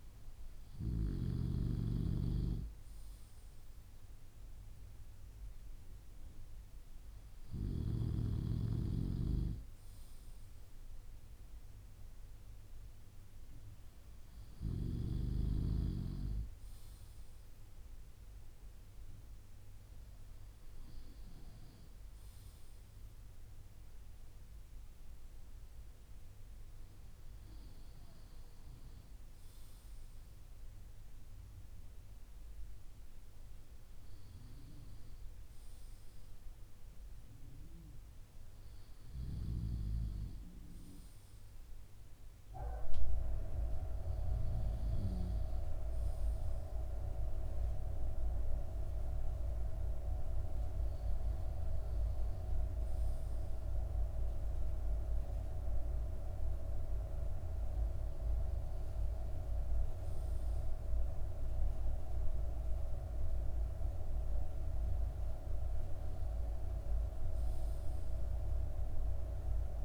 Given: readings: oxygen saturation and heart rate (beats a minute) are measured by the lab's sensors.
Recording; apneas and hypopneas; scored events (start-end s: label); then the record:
breathing in sleep by a room microphone; none
none scored
From the record:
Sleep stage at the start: N2 (light sleep); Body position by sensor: on the back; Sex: male